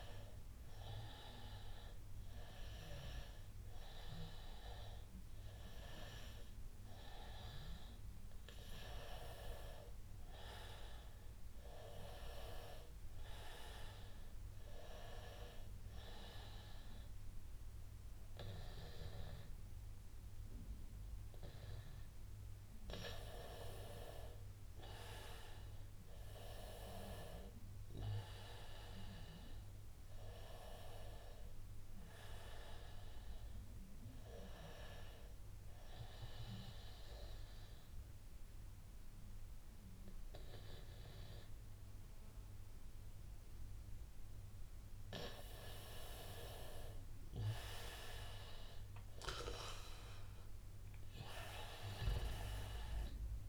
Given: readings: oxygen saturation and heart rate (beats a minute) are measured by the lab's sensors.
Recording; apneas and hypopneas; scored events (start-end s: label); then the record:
breathing in sleep by a room microphone; 1
35.00-46.00 s: obstructive apnea (oxygen 96% before, 93% lowest, heart rate 92 before, 87 extreme, up 6 after)
49.50-53.48 s: arousal
52.00-53.48 s: oxygen desaturation (device-marked, oxygen 97% before, 93% lowest, heart rate 90 before, 84 extreme)
From the record:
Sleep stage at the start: N1 (lightest sleep); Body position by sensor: on the back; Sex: male